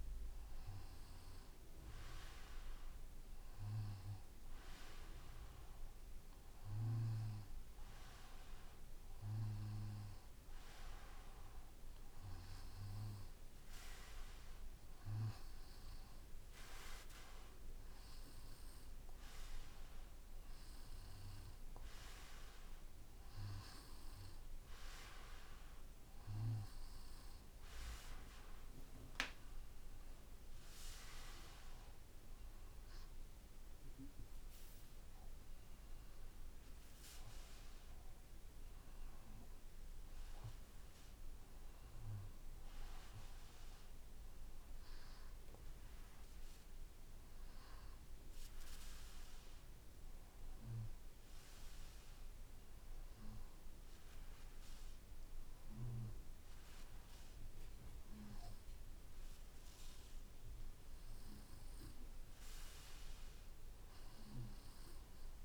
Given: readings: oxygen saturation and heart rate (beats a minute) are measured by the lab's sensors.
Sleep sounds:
breathing in sleep by a room microphone; none
none scored
From the record:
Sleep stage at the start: N2 (light sleep); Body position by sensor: on the back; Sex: male

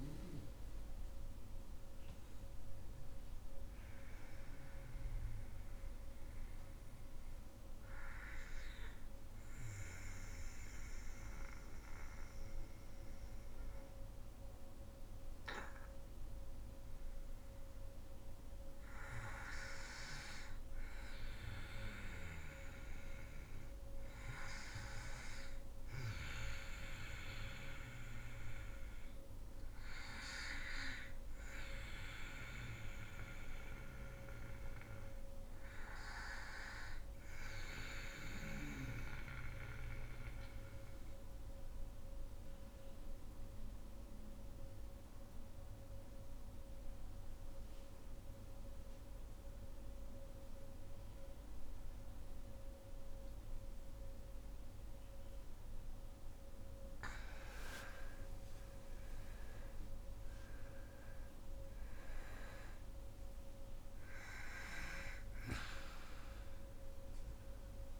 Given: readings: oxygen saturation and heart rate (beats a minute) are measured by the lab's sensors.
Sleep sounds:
breathing in sleep by a room microphone; 2
0.00-2.50 s: oxygen desaturation (device-marked, oxygen 89% lowest, heart rate 53 extreme)
5.00-17.00 s: obstructive apnea (oxygen 99% before, 90% lowest, heart rate 63 before, 53 extreme, up 4 after)
24.00-28.00 s: arousal
27.50-35.50 s: oxygen desaturation (device-marked, oxygen 99% before, 95% lowest, heart rate 55 before, 46 extreme)
38.00-54.00 s: obstructive apnea (oxygen 99% before, 90% lowest, heart rate 57 before, 46 extreme, up 16 after)
56.50-61.00 s: arousal
58.50-68.00 s: oxygen desaturation (device-marked, oxygen 96% before, 90% lowest, heart rate 50 before, 53 extreme)
From the record:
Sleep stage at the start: N2 (light sleep); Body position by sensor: on the back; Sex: female

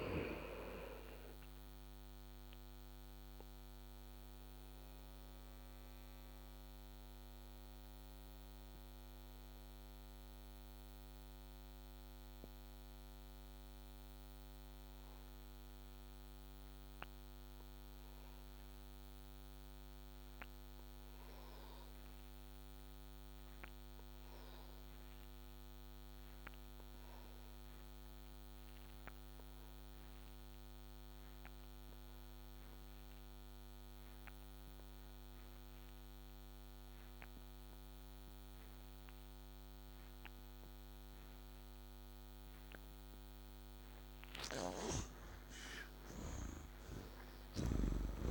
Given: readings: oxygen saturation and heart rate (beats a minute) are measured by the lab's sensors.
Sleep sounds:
breathing in sleep by a microphone on the trachea; 1
0.00-24.00 s: oxygen desaturation (device-marked, oxygen 46% lowest, heart rate 67 extreme)
1.00-43.00 s: mixed apnea (oxygen 69% before, 46% lowest, heart rate 77 before, 64 extreme, up 23 after)
44.00-47.50 s: snoring (device-marked)
45.00-48.31 s: arousal
From the record:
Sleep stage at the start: N2 (light sleep); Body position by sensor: on the back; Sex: male

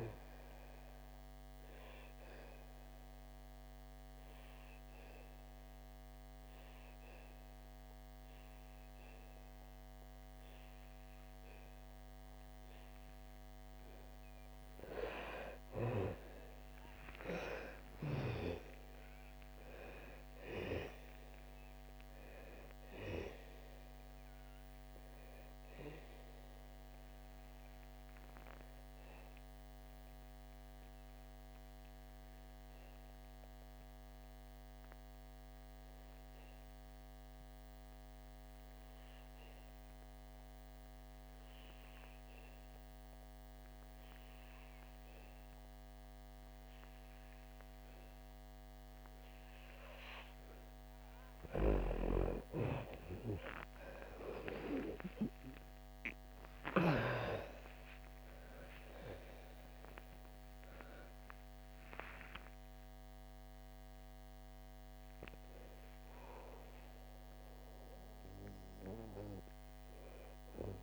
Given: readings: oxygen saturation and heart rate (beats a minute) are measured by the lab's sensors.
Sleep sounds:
breathing in sleep by a microphone on the trachea; 2
0.50-13.00 s: obstructive apnea (oxygen 99% before, 83% lowest, heart rate 66 before, 59 extreme, up 14 after)
11.50-38.50 s: oxygen desaturation (device-marked, oxygen 97% before, 87% lowest, heart rate 69 before, 59 extreme)
16.00-20.50 s: arousal
27.00-50.50 s: obstructive apnea (oxygen 97% before, 83% lowest, heart rate 73 before, 59 extreme, up 18 after)
49.50-70.83 s: oxygen desaturation (device-marked, oxygen 98% before, 83% lowest, heart rate 62 before, 64 extreme)
55.50-60.50 s: arousal
From the record:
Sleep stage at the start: N2 (light sleep); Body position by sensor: on the back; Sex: female

